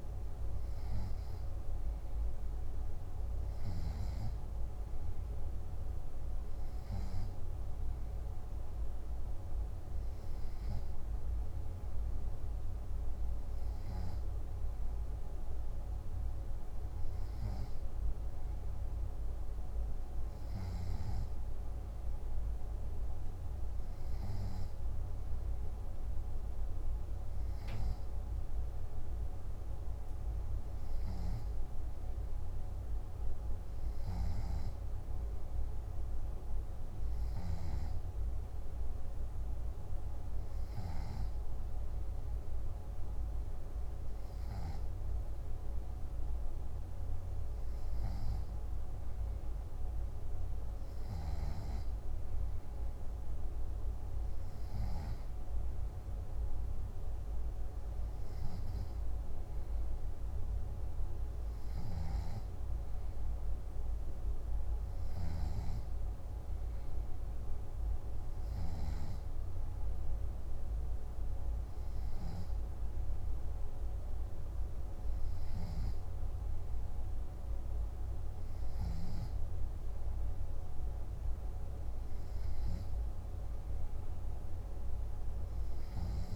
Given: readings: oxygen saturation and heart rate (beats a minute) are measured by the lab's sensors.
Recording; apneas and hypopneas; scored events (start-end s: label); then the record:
breathing in sleep, hard to hear, by a room microphone; none
none scored
From the record:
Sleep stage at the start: N3 (deep sleep); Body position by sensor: on the back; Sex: male